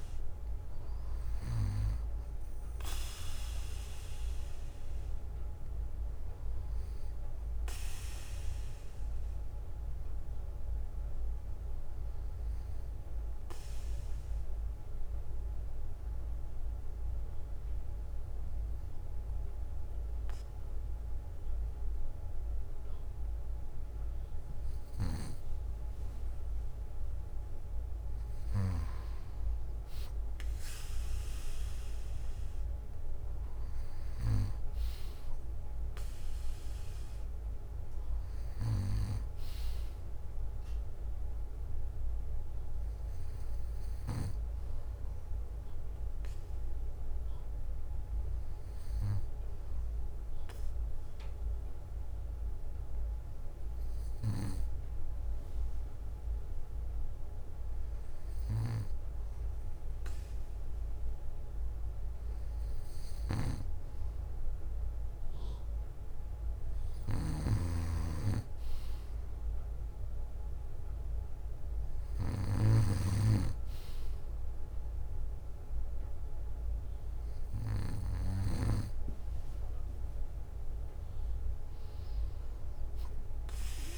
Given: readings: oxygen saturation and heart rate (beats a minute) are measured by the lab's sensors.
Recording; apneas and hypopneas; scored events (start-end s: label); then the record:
breathing in sleep by a room microphone; 2
2.50-24.50 s: bradycardia (device-marked, heart rate 59 before, 54 extreme)
8.50-23.50 s: obstructive apnea (oxygen 97% before, 95% lowest, heart rate 61 before, 54 extreme, up 7 after)
26.50-30.50 s: arousal
31.50-37.50 s: bradycardia (device-marked, heart rate 59 before, 59 extreme)
44.00-57.50 s: hypopnea (oxygen 98% before, 94% lowest, heart rate 59 before, 55 extreme, up 5 after)
47.50-53.50 s: bradycardia (device-marked, heart rate 59 before, 56 extreme)
54.50-61.50 s: bradycardia (device-marked, heart rate 59 before, 58 extreme)
61.50-65.50 s: arousal
62.50-65.50 s: bradycardia (device-marked, heart rate 59 before, 55 extreme)
67.50-69.50 s: bradycardia (device-marked, heart rate 59 before, 59 extreme)
79.50-83.98 s: oxygen desaturation (device-marked, oxygen 97% before, 94% lowest, heart rate 60 before, 55 extreme)
From the record:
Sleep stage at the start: N2 (light sleep); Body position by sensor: on the back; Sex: male